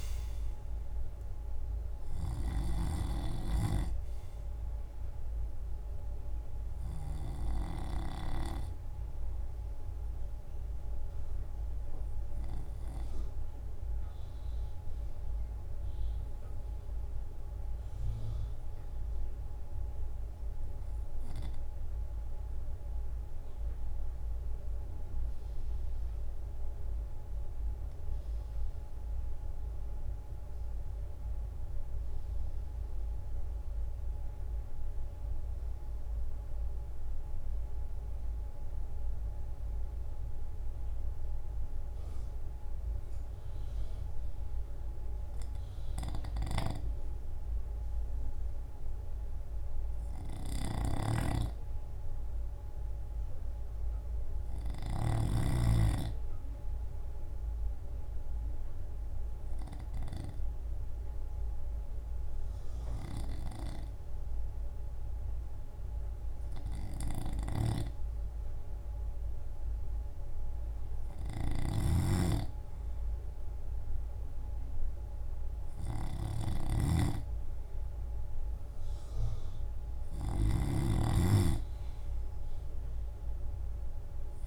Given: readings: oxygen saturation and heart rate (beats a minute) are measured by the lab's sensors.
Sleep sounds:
breathing in sleep by a room microphone; 1
0.00-8.00 s: drop in pulse transit time (device-marked, heart rate 61 extreme)
0.00-8.00 s: oxygen desaturation (device-marked, oxygen 92% lowest, heart rate 58 extreme)
10.00-73.00 s: mixed apnea (oxygen 95% before, 83% lowest, heart rate 65 before, 58 extreme, up 6 after)
14.00-32.00 s: oxygen desaturation (device-marked, oxygen 93% before, 88% lowest, heart rate 64 before, 59 extreme)
50.00-84.47 s: oxygen desaturation (device-marked, oxygen 96% before, 83% lowest, heart rate 61 before, 52 extreme)
52.00-63.00 s: drop in pulse transit time (device-marked, heart rate 61 before, 59 extreme)
From the record:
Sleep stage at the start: REM sleep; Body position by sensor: on the left side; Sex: male

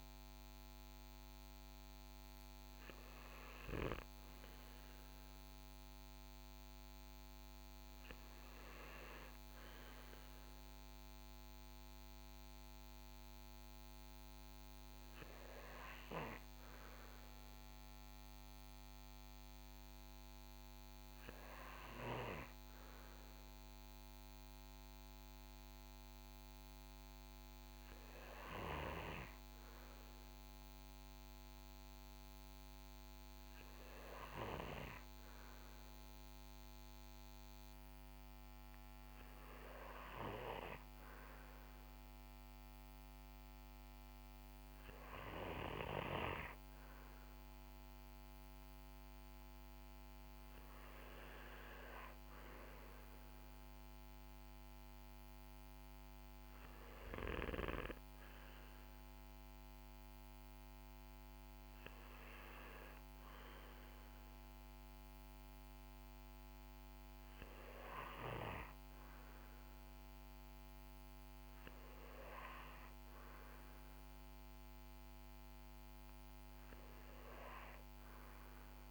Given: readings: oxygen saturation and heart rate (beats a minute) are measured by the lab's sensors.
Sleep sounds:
breathing in sleep by a microphone on the trachea; 1
22.50-47.00 s: hypopnea (oxygen 96% before, 94% lowest, heart rate 58 before, 59 extreme, up 5 after)
50.00-53.50 s: arousal
From the record:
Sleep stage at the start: N2 (light sleep); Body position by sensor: on the right side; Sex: male

